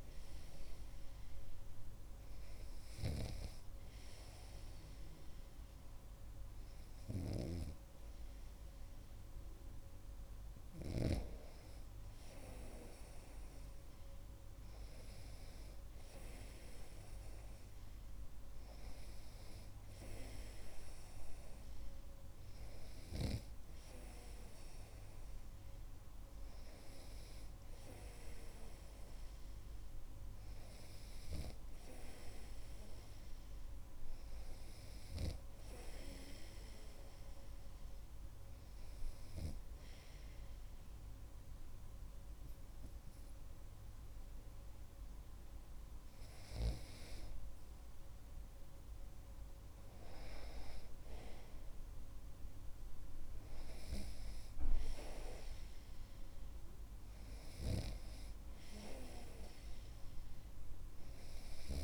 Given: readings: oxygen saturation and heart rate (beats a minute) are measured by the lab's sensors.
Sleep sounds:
breathing in sleep by a room microphone; 1
7.50-11.50 s: snoring (device-marked)
35.00-46.00 s: hypopnea (oxygen 97% before, 96% lowest)
47.00-51.00 s: arousal
From the record:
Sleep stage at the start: N2 (light sleep); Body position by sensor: on the right side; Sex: male

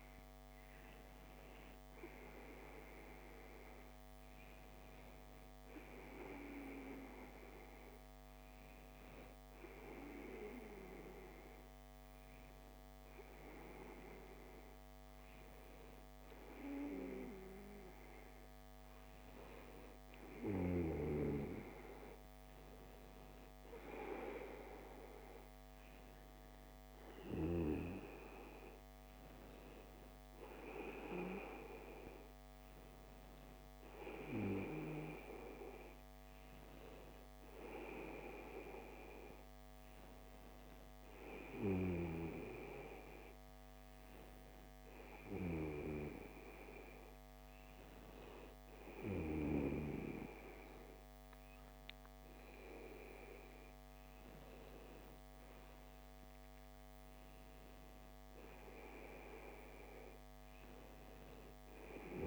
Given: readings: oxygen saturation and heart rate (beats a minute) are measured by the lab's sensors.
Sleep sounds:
breathing in sleep by a microphone on the trachea; none
none scored
From the record:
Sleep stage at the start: N2 (light sleep); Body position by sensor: on the left side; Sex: male

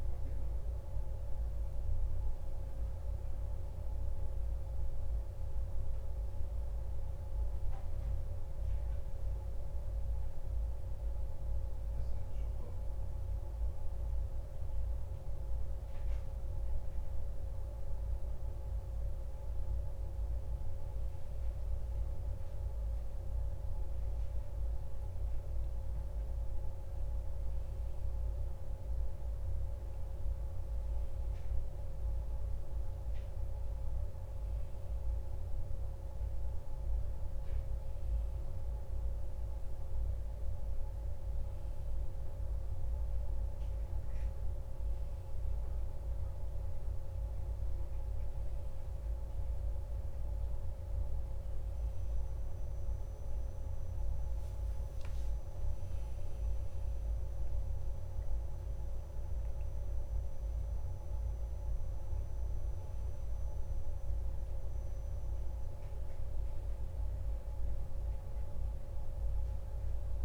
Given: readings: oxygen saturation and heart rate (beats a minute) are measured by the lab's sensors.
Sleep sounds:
breathing in sleep, hard to hear, by a room microphone; none
25.00-29.50 s: arousal
From the record:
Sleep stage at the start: N1 (lightest sleep); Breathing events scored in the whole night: 46 in 3.9 hours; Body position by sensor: on the back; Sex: male

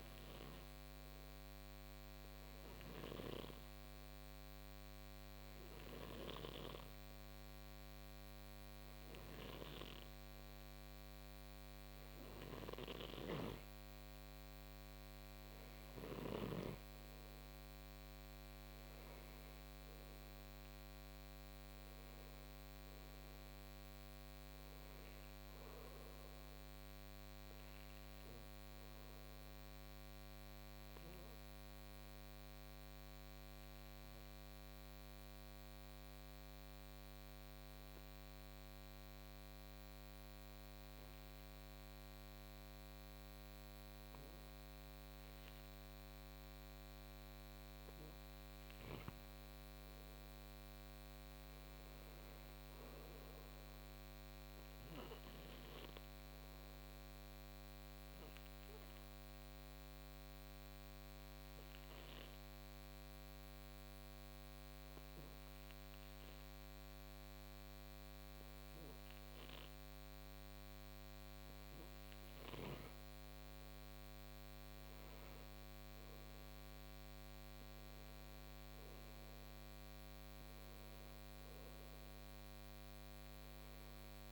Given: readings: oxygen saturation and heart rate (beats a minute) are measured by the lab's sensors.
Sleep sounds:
breathing in sleep, hard to hear, by a microphone on the trachea; 2
12.50-16.50 s: snoring (device-marked)
25.00-28.50 s: arousal
31.50-46.50 s: obstructive apnea (oxygen 93% before, 91% lowest, heart rate 63 before, 56 extreme, up 7 after)
49.00-53.00 s: arousal
50.00-70.00 s: oxygen desaturation (device-marked, oxygen 96% before, 91% lowest, heart rate 58 before, 55 extreme)
57.00-70.50 s: obstructive apnea (oxygen 96% before, 91% lowest, heart rate 61 before, 55 extreme, up 10 after)
73.00-77.50 s: arousal
81.00-84.32 s: oxygen desaturation (device-marked, oxygen 95% before, 91% lowest, heart rate 60 before, 55 extreme)
From the record:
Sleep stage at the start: N2 (light sleep); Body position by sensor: on the right side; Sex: male

